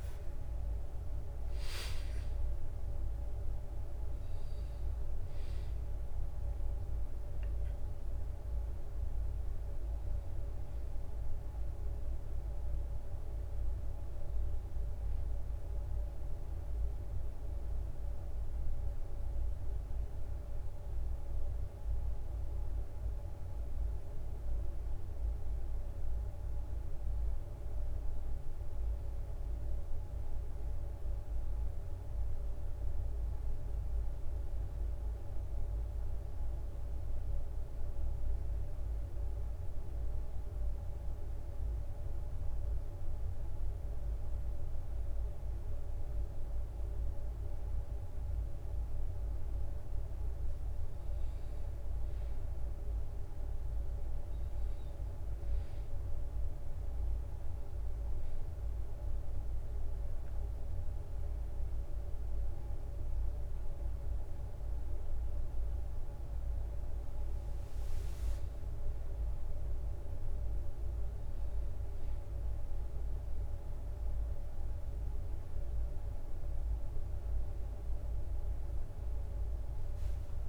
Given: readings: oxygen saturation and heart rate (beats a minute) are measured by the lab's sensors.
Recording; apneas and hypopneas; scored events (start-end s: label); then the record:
breathing in sleep, hard to hear, by a room microphone; 3
0.00-1.00 s: arousal
0.00-13.50 s: drop in pulse transit time (device-marked, heart rate 54 extreme)
21.50-32.00 s: central apnea (oxygen 95% before, 95% lowest, heart rate 62 before, 58 extreme, up 0 after)
25.50-80.49 s: new sleep stage, N2 (light sleep)
34.50-38.00 s: arousal
35.50-65.50 s: bradycardia (device-marked, heart rate 65 before, 58 extreme)
40.50-50.50 s: obstructive apnea (oxygen 99% before, 95% lowest, heart rate 61 before, 57 extreme, up 1 after)
53.50-57.00 s: arousal
60.00-70.00 s: obstructive apnea (oxygen 99% before, 94% lowest, heart rate 58 before, 51 extreme, up 2 after)
69.50-80.49 s: bradycardia (device-marked, heart rate 64 before, 51 extreme)
76.00-79.00 s: arousal
From the record:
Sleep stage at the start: N1 (lightest sleep); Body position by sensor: on the back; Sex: male